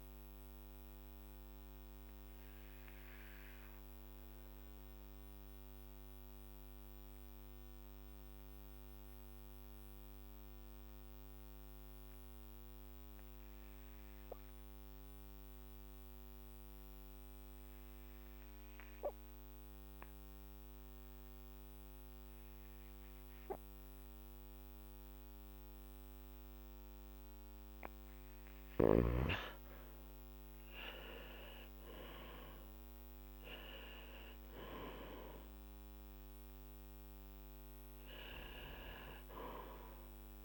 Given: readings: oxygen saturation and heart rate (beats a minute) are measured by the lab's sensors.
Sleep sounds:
breathing in sleep by a microphone on the trachea; 1
1.00-28.00 s: obstructive apnea (oxygen 97% before, 89% lowest, heart rate 50 before, 44 extreme, up 6 after)
24.50-40.45 s: oxygen desaturation (device-marked, oxygen 98% before, 89% lowest, heart rate 50 before, 44 extreme)
29.50-34.50 s: arousal
From the record:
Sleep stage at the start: REM sleep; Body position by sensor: on the back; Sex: male

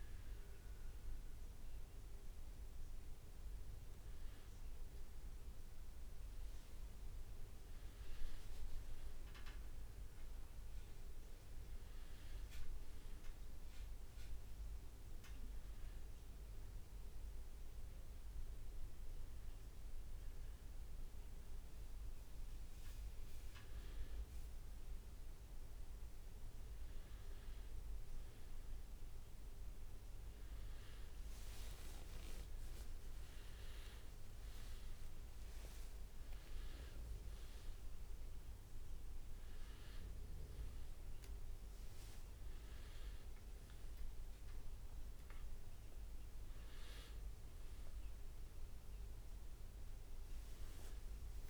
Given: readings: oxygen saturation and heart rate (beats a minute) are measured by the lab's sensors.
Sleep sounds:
a person partly awake in a sleep study, hard to hear, by a room microphone; none
0.50-51.50 s: new sleep stage, N1 (lightest sleep)
6.00-15.50 s: leg movement (device-marked)
21.00-26.00 s: leg movement (device-marked)
31.00-32.50 s: leg movement (device-marked)
31.00-36.50 s: arousal
33.50-39.00 s: leg movement (device-marked)
From the record:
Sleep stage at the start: awake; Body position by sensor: on the back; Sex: male

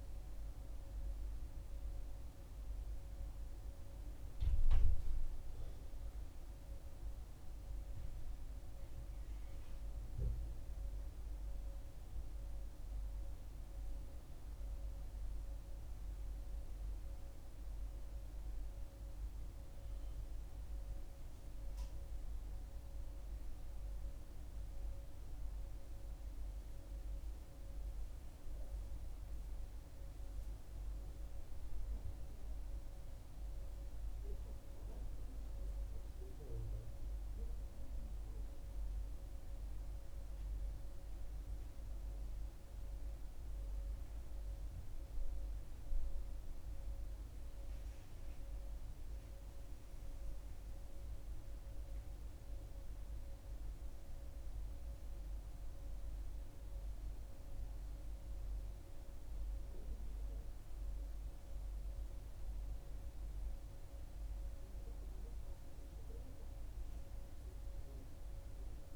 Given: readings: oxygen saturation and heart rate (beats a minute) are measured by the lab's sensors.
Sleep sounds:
breathing in sleep, hard to hear, by a room microphone; 1
0.00-11.00 s: oxygen desaturation (device-marked, oxygen 94% lowest, heart rate 63 extreme)
15.00-27.50 s: hypopnea (oxygen 98% before, 95% lowest, heart rate 64 before, 64 extreme, up 2 after)
29.00-32.50 s: arousal
47.00-68.96 s: new sleep stage, N2 (light sleep)
From the record:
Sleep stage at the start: N1 (lightest sleep); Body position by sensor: on the back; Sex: female

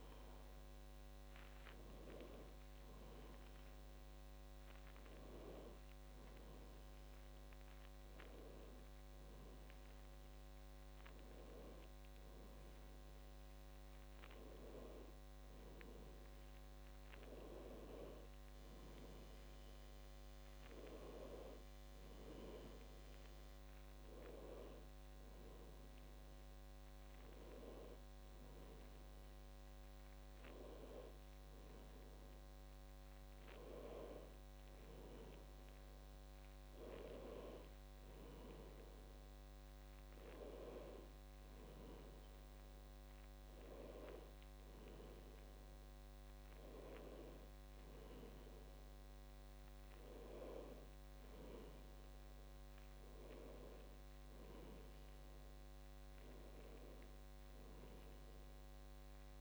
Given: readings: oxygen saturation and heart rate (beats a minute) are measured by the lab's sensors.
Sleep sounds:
a person awake in a sleep study, by a microphone on the trachea; none
none scored
From the record:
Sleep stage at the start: awake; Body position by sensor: on the back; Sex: female

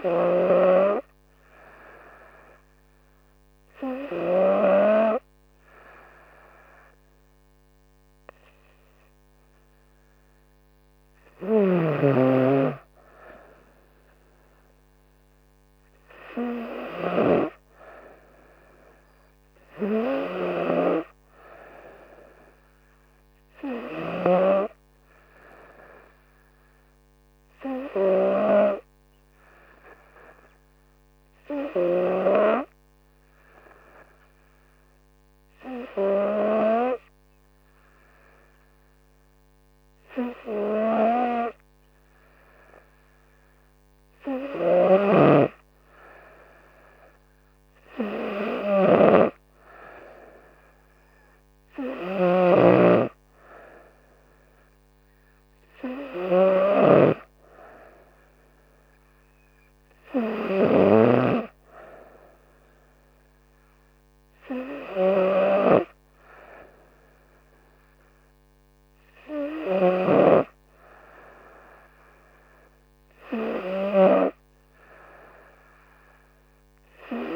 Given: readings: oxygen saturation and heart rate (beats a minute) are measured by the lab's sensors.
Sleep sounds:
breathing in sleep by a microphone on the trachea; none
none scored
From the record:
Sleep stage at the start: N3 (deep sleep); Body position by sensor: on the right side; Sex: female

